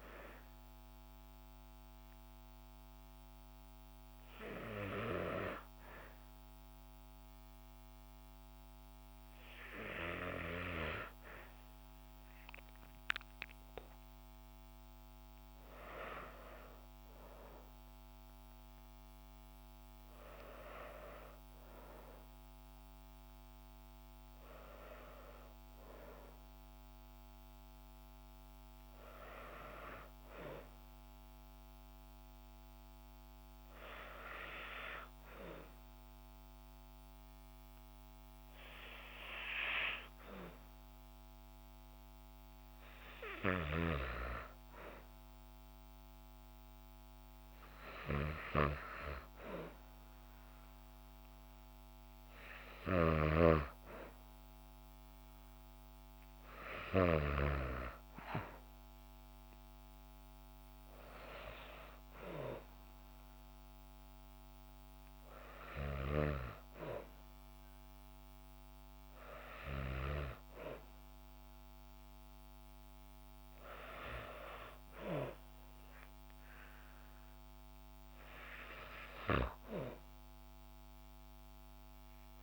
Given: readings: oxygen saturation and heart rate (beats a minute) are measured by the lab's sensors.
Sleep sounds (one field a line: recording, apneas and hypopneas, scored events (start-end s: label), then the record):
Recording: a person partly awake in a sleep study, by a microphone on the trachea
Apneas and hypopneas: 1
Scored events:
1.50-31.50 s: new sleep stage, N1 (lightest sleep)
31.50-82.43 s: new sleep stage, N2 (light sleep)
33.00-43.50 s: hypopnea (oxygen 97% before, 94% lowest, heart rate 65 before, 60 extreme, up 4 after)
45.00-49.50 s: arousal
From the record:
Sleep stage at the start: awake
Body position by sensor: on the back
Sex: female